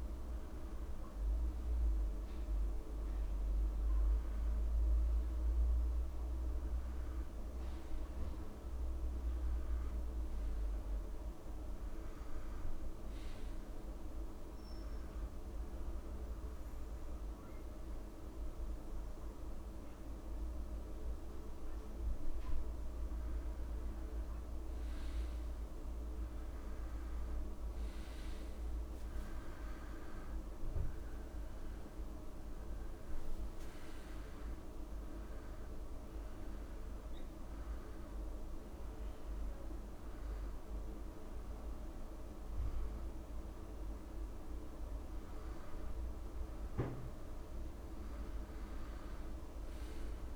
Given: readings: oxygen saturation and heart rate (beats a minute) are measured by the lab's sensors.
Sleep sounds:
breathing in sleep, hard to hear, by a room microphone; 1
4.00-50.36 s: new sleep stage, N2 (light sleep)
14.00-24.50 s: hypopnea (oxygen 97% before, 90% lowest)
28.50-32.00 s: arousal
35.00-46.00 s: oxygen desaturation (device-marked, oxygen 93% before, 90% lowest)
48.00-50.36 s: arousal
From the record:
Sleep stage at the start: N1 (lightest sleep); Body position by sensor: on the back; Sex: male

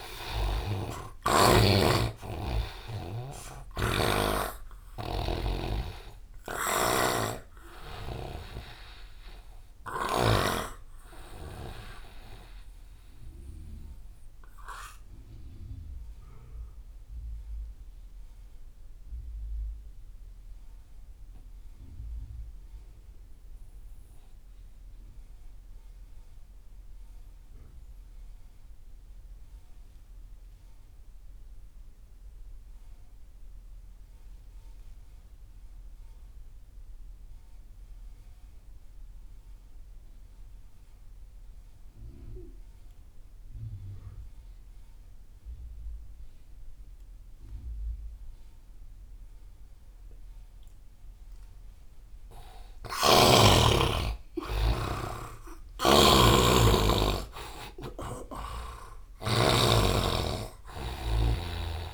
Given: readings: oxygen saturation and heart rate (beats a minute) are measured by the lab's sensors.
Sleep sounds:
breathing in sleep by a room microphone; 1
0.00-28.00 s: oxygen desaturation (device-marked, oxygen 79% lowest)
6.50-10.50 s: snoring (device-marked)
15.50-52.00 s: mixed apnea (oxygen 99% before, 78% lowest)
44.00-61.94 s: oxygen desaturation (device-marked, oxygen 98% before, 78% lowest)
53.00-56.50 s: arousal
55.50-59.50 s: snoring (device-marked)
From the record:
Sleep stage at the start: N2 (light sleep); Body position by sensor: on the right side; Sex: male

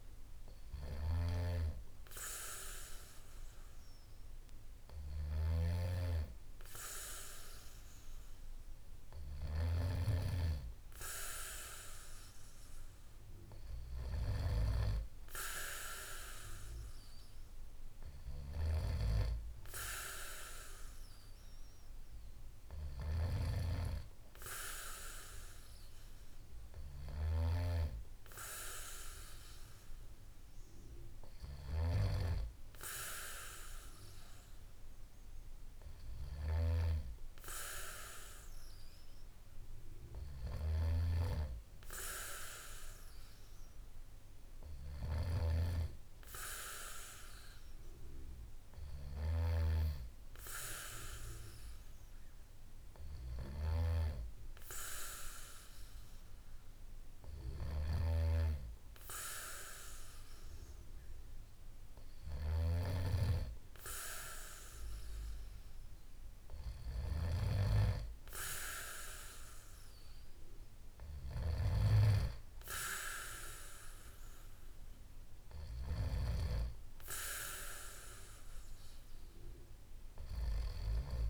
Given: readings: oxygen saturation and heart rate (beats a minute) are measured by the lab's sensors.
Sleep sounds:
breathing in sleep by a room microphone; none
28.00-32.00 s: arousal
From the record:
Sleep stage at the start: N2 (light sleep); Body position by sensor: on the back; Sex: male

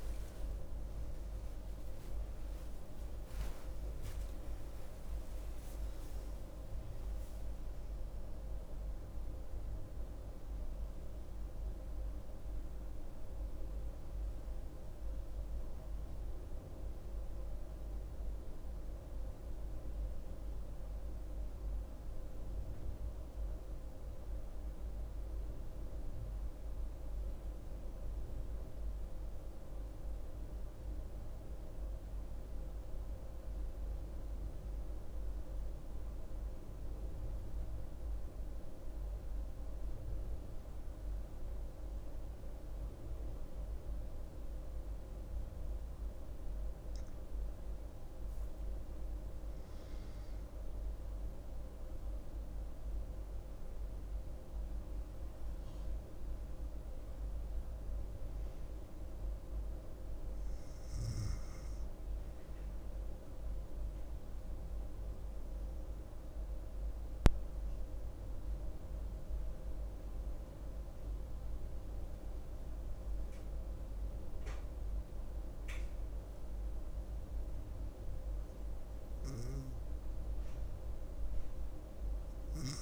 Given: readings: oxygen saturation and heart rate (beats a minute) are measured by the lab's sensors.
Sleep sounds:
breathing in sleep, hard to hear, by a room microphone; 2
0.00-17.50 s: oxygen desaturation (device-marked, oxygen 92% lowest, heart rate 65 extreme)
18.00-21.50 s: arousal
23.50-46.00 s: central apnea (oxygen 99% before, 93% lowest, heart rate 82 before, 64 extreme, up 10 after)
45.50-70.50 s: oxygen desaturation (device-marked, oxygen 99% before, 93% lowest, heart rate 68 before, 63 extreme)
49.50-54.00 s: arousal
66.50-77.00 s: central apnea (oxygen 99% before, 95% lowest, heart rate 72 before, 63 extreme, up 5 after)
79.50-82.81 s: arousal
From the record:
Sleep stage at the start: N2 (light sleep); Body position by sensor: on the right side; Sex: female

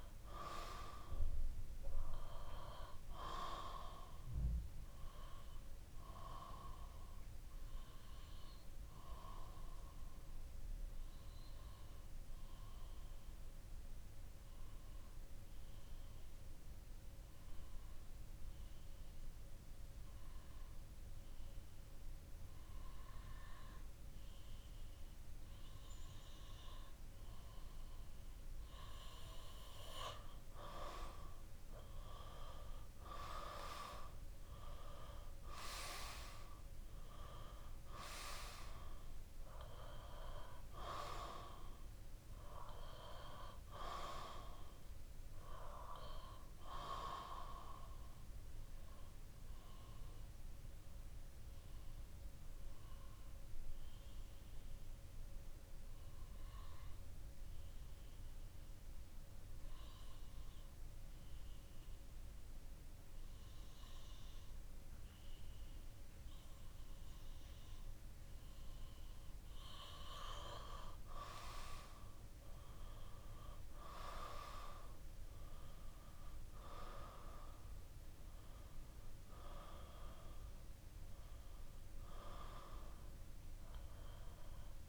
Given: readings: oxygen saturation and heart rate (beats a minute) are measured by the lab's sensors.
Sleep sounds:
breathing in sleep by a room microphone; 2
7.00-28.00 s: obstructive apnea (oxygen 96% before, 93% lowest, heart rate 68 before, 61 extreme, up 7 after)
31.00-35.00 s: arousal
47.00-68.50 s: obstructive apnea (oxygen 97% before, 93% lowest, heart rate 67 before, 58 extreme, up 6 after)
62.00-77.00 s: oxygen desaturation (device-marked, oxygen 97% before, 93% lowest, heart rate 62 before, 58 extreme)
72.50-77.00 s: arousal
From the record:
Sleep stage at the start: REM sleep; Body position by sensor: on the back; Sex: male

